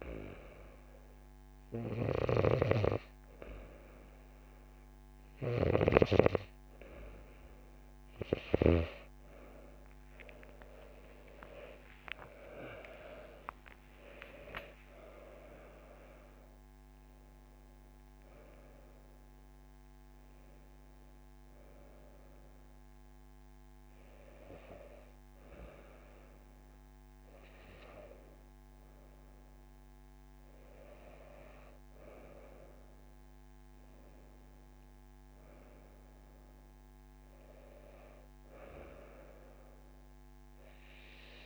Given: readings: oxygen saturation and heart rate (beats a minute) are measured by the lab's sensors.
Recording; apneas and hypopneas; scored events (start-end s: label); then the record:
breathing in sleep by a microphone on the trachea; none
10.50-15.00 s: arousal
13.00-15.00 s: long interval between heartbeats (device-marked)
41.00-41.46 s: new sleep stage, awake
From the record:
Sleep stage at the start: N2 (light sleep); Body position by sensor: on the back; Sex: female